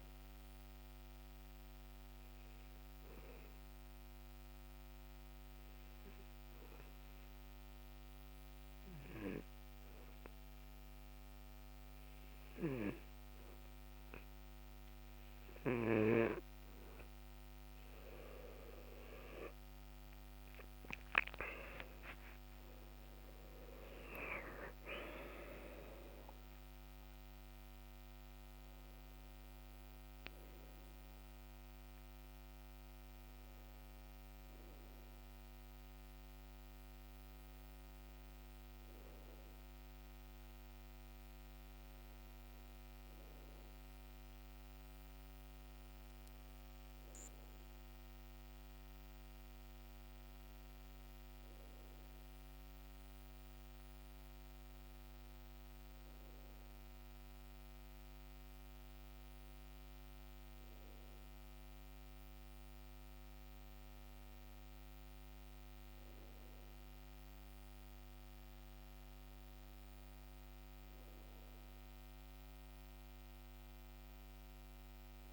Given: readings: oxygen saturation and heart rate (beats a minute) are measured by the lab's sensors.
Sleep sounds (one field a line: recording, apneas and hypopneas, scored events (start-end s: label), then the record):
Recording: breathing in sleep by a microphone on the trachea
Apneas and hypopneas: 1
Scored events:
2.50-18.00 s: obstructive apnea (oxygen 94% before, 89% lowest, heart rate 69 before, 64 extreme, up 16 after)
20.50-23.50 s: arousal
25.00-39.00 s: oxygen desaturation (device-marked, oxygen 94% before, 90% lowest, heart rate 68 before, 63 extreme)
From the record:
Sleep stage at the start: N2 (light sleep)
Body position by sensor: on the back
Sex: male